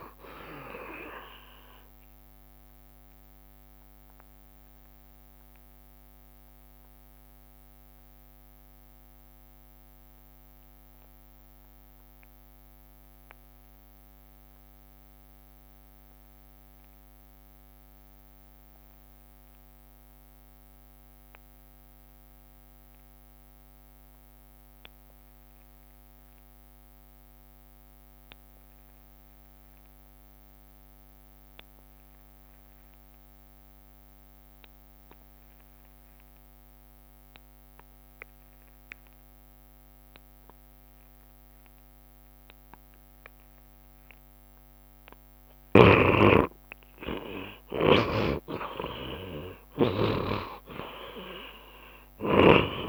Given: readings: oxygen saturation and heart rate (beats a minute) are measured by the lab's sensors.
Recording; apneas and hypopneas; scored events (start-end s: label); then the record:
breathing in sleep by a microphone on the trachea; 1
0.00-20.00 s: oxygen desaturation (device-marked, oxygen 68% lowest, heart rate 65 extreme)
4.00-44.50 s: obstructive apnea (oxygen 91% before, 66% lowest, heart rate 73 before, 65 extreme, up 31 after)
22.00-52.89 s: oxygen desaturation (device-marked, oxygen 88% before, 66% lowest, heart rate 72 before, 65 extreme)
31.00-33.00 s: long interval between heartbeats (device-marked, heart rate 69 before, 70 extreme)
46.50-50.50 s: arousal
49.50-51.50 s: long interval between heartbeats (device-marked, heart rate 71 before, 85 extreme)
50.00-52.89 s: tachycardia (device-marked, heart rate 75 before, 96 extreme)
51.50-52.89 s: long interval between heartbeats (device-marked, heart rate 72 before, 96 extreme)
From the record:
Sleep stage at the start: N2 (light sleep); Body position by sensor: on the back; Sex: male